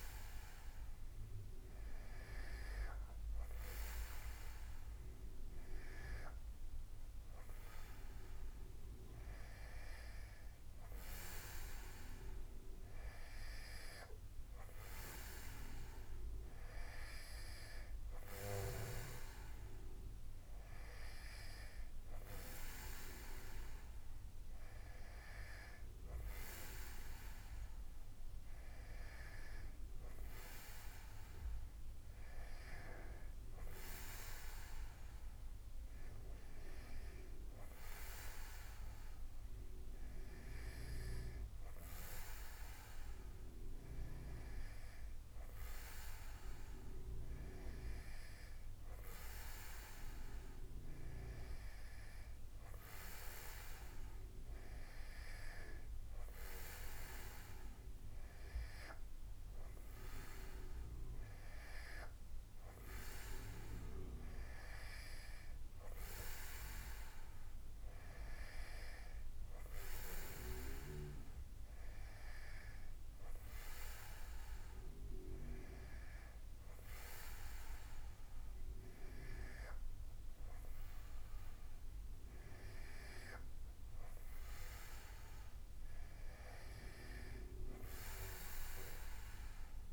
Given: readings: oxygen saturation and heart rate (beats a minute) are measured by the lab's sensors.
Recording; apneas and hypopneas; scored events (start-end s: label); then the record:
breathing in sleep by a room microphone; none
none scored
From the record:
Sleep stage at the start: N2 (light sleep); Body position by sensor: on the back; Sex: male